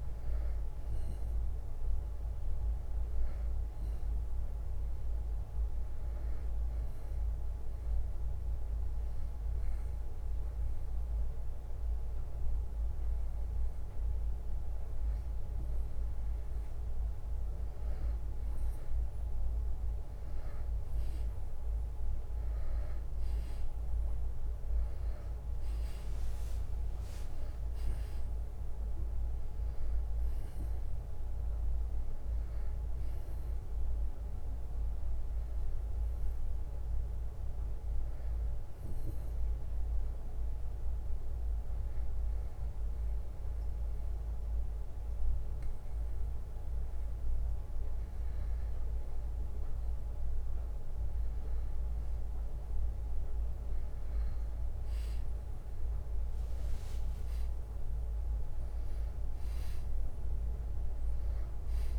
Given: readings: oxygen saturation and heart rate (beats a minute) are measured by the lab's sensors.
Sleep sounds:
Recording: breathing in sleep, hard to hear, by a room microphone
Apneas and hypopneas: 2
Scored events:
0.00-2.50 s: arousal
1.00-8.00 s: bradycardia (device-marked, heart rate 64 before, 56 extreme)
6.50-17.50 s: hypopnea (oxygen 96% before, 93% lowest, heart rate 63 before, 61 extreme, up 7 after)
19.50-24.00 s: arousal
27.00-42.00 s: drop in pulse transit time (device-marked, heart rate 61 before, 63 extreme)
38.00-48.50 s: hypopnea (oxygen 96% before, 93% lowest, heart rate 64 before, 61 extreme, up 0 after)
55.50-60.50 s: arousal
58.00-61.99 s: drop in pulse transit time (device-marked, heart rate 62 before, 62 extreme)
From the record:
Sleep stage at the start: N2 (light sleep)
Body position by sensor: on the back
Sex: male

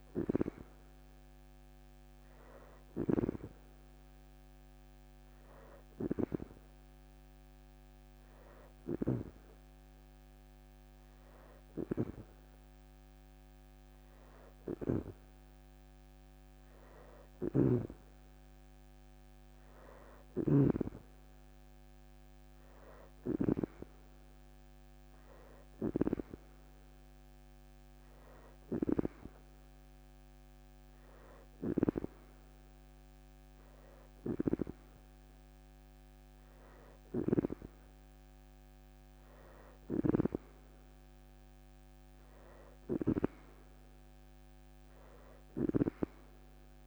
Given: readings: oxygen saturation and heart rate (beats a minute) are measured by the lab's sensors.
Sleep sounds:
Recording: breathing in sleep by a microphone on the trachea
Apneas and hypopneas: none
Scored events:
8.00-10.50 s: leg movement (device-marked)
16.50-20.00 s: snoring (device-marked)
From the record:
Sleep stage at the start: N2 (light sleep)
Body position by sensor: on the back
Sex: female

